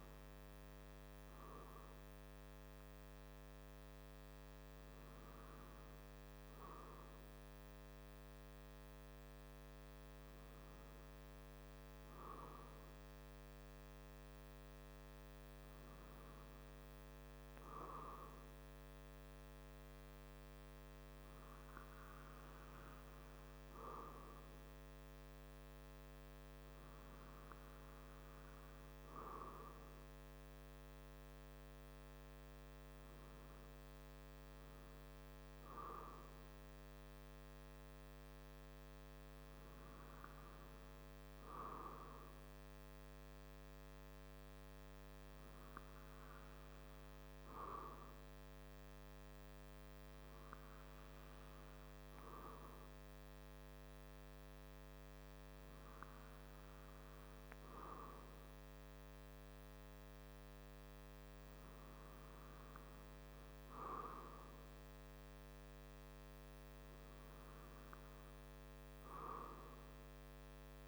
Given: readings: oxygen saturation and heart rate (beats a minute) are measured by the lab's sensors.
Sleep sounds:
breathing in sleep by a microphone on the trachea; none
none scored
From the record:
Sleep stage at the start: N2 (light sleep); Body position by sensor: on the back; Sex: male

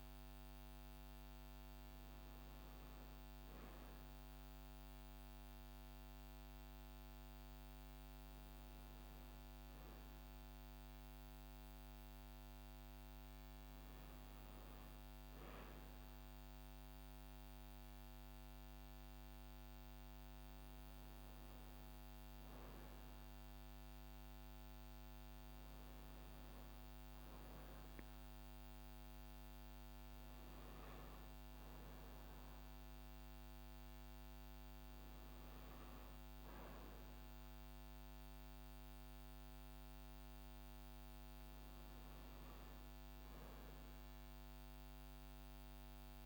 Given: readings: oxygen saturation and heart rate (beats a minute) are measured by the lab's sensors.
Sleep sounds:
a person awake in a sleep study, hard to hear, by a microphone on the trachea; none
none scored
From the record:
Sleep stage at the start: awake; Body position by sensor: on the right side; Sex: female

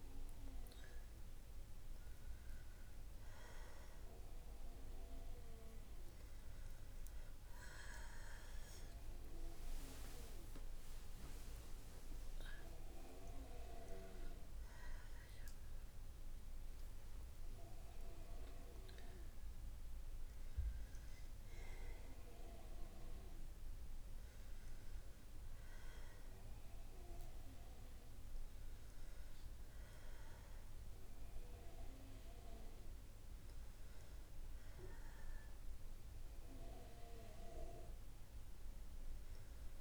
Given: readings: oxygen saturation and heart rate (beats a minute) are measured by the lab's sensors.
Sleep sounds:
breathing in sleep by a room microphone; none
37.50-39.81 s: new sleep stage, awake
From the record:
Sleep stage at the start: N2 (light sleep); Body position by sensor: on the right side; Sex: female

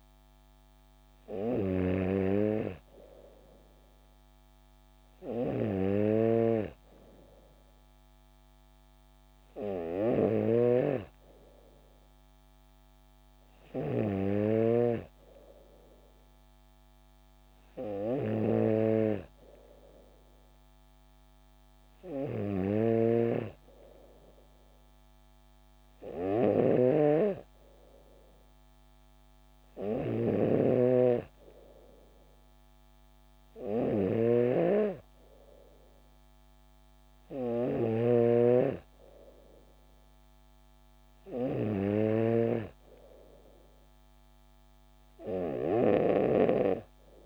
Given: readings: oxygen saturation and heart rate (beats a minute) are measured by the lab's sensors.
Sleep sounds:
breathing in sleep by a microphone on the trachea; none
6.00-15.00 s: snoring (device-marked)
23.00-42.50 s: snoring (device-marked)
From the record:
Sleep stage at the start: N3 (deep sleep); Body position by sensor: on the back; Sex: female

